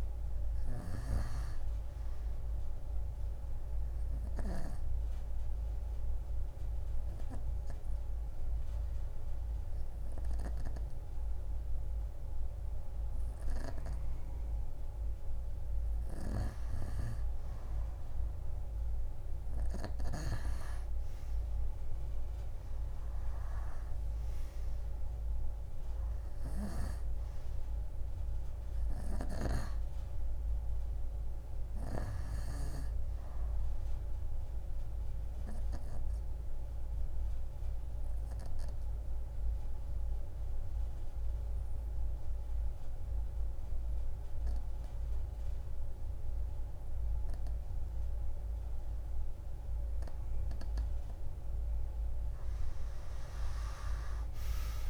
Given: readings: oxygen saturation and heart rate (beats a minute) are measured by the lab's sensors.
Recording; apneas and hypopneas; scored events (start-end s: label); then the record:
breathing in sleep by a room microphone; 2
0.50-4.50 s: snoring (device-marked)
2.50-14.50 s: obstructive apnea (oxygen 93% before, 87% lowest, heart rate 48 before, 25 extreme, up 25 after)
16.50-19.50 s: arousal
25.50-40.50 s: oxygen desaturation (device-marked, oxygen 94% before, 90% lowest)
26.00-32.50 s: snoring (device-marked)
34.50-50.50 s: obstructive apnea (oxygen 94% before, 86% lowest)
53.00-54.90 s: arousal
53.50-54.90 s: oxygen desaturation (device-marked, oxygen 94% before, 86% lowest)
From the record:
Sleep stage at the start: N2 (light sleep); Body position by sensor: on the right side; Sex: female